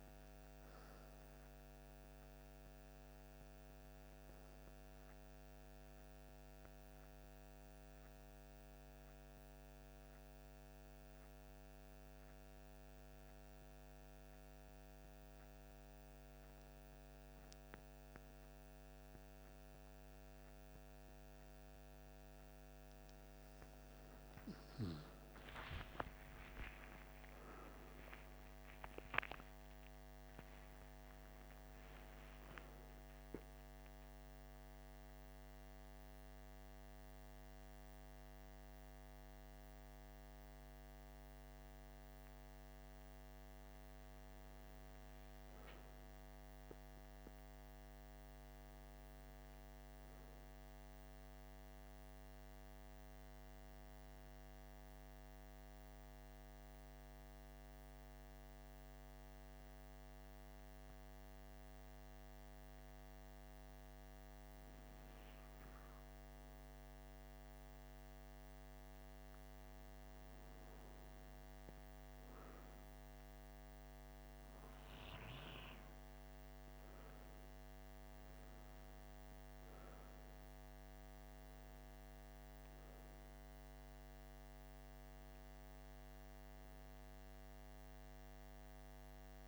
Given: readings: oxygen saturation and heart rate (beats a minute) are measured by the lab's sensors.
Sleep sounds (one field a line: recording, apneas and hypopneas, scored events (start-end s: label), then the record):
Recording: breathing in sleep, hard to hear, by a microphone on the trachea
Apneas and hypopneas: 2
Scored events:
10.00-22.00 s: hypopnea (oxygen 96% before, 94% lowest, heart rate 61 before, 55 extreme)
25.50-32.50 s: arousal
57.00-71.50 s: obstructive apnea (oxygen 97% before, 94% lowest, heart rate 60 before, 54 extreme, up 5 after)
73.50-77.00 s: arousal
From the record:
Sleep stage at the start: N2 (light sleep)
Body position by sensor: on the back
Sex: male